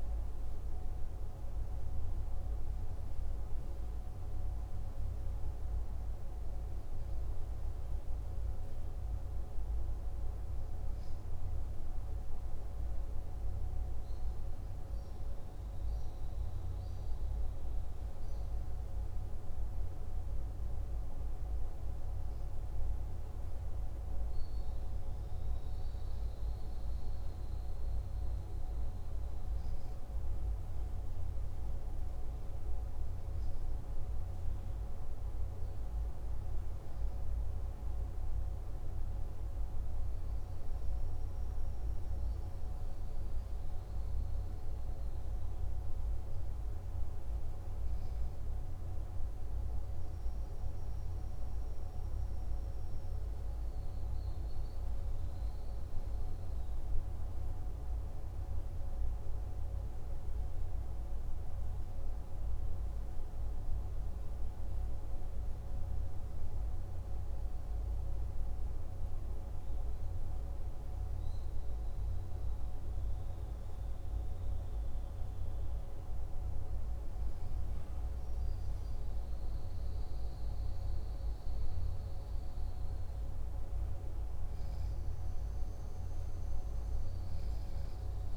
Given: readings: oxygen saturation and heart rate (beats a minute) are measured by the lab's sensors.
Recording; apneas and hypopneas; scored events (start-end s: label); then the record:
breathing in sleep, hard to hear, by a room microphone; none
none scored
From the record:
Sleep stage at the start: N3 (deep sleep); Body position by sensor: on the left side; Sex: male